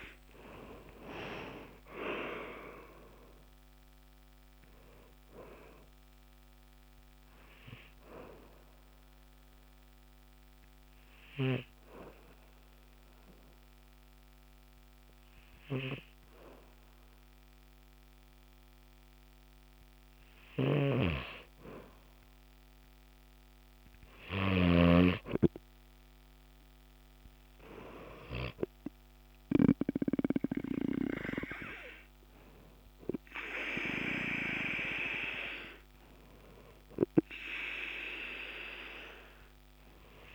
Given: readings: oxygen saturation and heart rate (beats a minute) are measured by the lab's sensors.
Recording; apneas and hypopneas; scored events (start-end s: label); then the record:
breathing in sleep by a microphone on the trachea; 1
1.00-4.50 s: arousal
8.00-19.00 s: obstructive apnea (oxygen 96% before, 94% lowest, heart rate 62 before, 47 extreme, up 9 after)
22.00-26.50 s: arousal
From the record:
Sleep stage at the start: N2 (light sleep); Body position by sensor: on the back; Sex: male